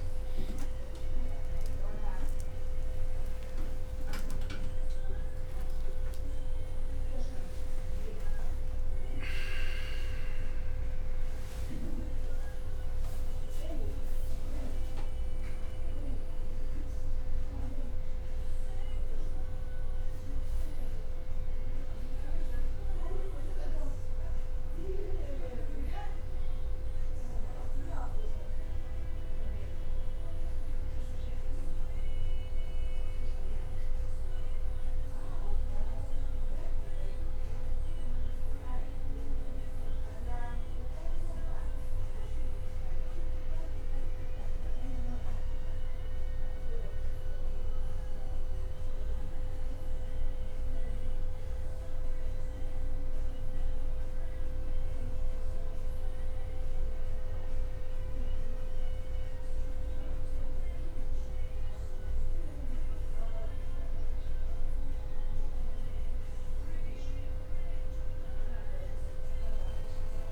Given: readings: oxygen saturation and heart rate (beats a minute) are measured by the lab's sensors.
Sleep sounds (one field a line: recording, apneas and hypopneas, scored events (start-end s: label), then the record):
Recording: breathing in sleep, hard to hear, by a room microphone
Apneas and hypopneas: none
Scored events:
0.00-2.00 s: long interval between heartbeats (device-marked, heart rate 63 before, 70 extreme)
0.50 s: drop in pulse transit time (device-marked)
1.00-6.50 s: arousal
2.00-8.00 s: leg movement (device-marked)
2.50-20.50 s: drop in pulse transit time (device-marked, heart rate 64 before, 62 extreme)
7.50-9.50 s: long interval between heartbeats (device-marked, heart rate 66 before, 67 extreme)
11.00-16.50 s: leg movement (device-marked)
60.50-68.50 s: leg movement (device-marked)
From the record:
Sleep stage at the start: N1 (lightest sleep)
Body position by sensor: on the back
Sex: male